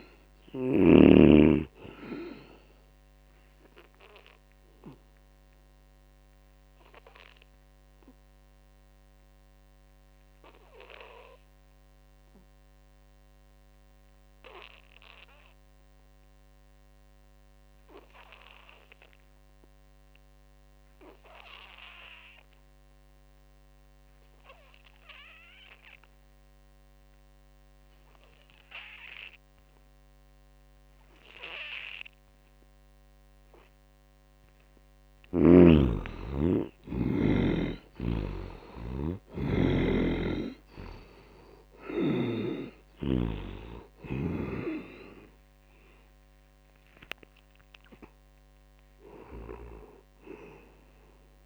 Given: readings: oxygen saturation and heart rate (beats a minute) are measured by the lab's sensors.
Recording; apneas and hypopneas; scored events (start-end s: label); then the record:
breathing in sleep by a microphone on the trachea; 1
0.00-12.50 s: oxygen desaturation (device-marked, oxygen 71% lowest, heart rate 66 extreme)
3.50-33.50 s: obstructive apnea (oxygen 98% before, 71% lowest, heart rate 74 before, 66 extreme, up 7 after)
23.50-51.45 s: oxygen desaturation (device-marked, oxygen 98% before, 71% lowest, heart rate 79 before, 66 extreme)
35.00-39.50 s: arousal
39.50-43.00 s: snoring (device-marked)
From the record:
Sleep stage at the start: N2 (light sleep); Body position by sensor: on the back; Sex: male